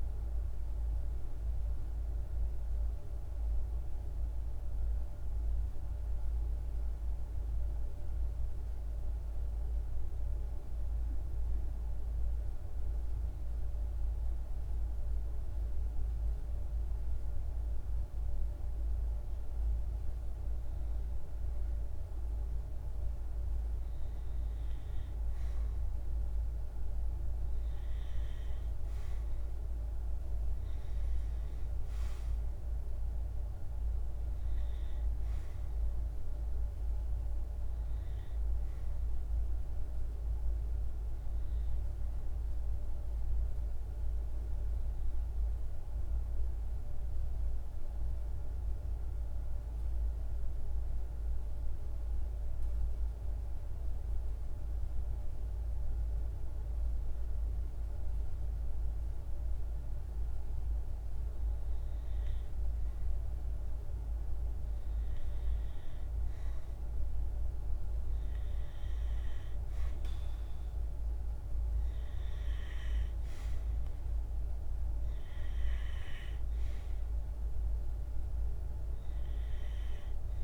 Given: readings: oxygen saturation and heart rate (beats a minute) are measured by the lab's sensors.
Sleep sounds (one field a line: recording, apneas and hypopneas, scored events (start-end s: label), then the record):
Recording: breathing in sleep, hard to hear, by a room microphone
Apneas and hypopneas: 2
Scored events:
0.00-7.00 s: oxygen desaturation (device-marked, oxygen 91% lowest, heart rate 54 extreme)
2.50-16.00 s: central apnea (oxygen 95% before, 92% lowest, heart rate 56 before, 53 extreme, up 2 after)
18.50-23.00 s: arousal
23.00-41.00 s: oxygen desaturation (device-marked, oxygen 99% before, 94% lowest, heart rate 55 before, 51 extreme)
47.50-59.50 s: hypopnea (oxygen 98% before, 94% lowest, heart rate 54 before, 51 extreme, up 2 after)
63.00-67.00 s: arousal
65.00-80.44 s: oxygen desaturation (device-marked, oxygen 97% before, 94% lowest, heart rate 52 before, 51 extreme)
78.50-80.44 s: arousal
From the record:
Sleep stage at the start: N2 (light sleep)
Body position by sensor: on the right side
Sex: male